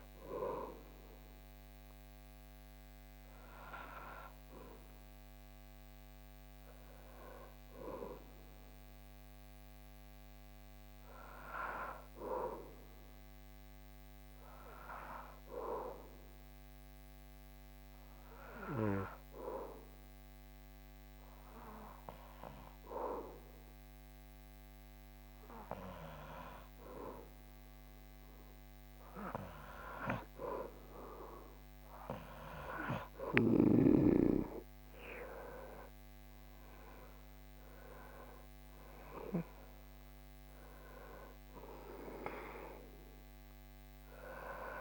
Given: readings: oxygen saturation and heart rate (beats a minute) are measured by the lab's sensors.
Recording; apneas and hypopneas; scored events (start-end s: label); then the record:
breathing in sleep by a microphone on the trachea; 1
9.50-27.00 s: obstructive apnea (oxygen 98% before, 95% lowest, heart rate 69 before, 60 extreme, up 1 after)
29.50-33.00 s: arousal
From the record:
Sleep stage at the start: N2 (light sleep); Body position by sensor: on the back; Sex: male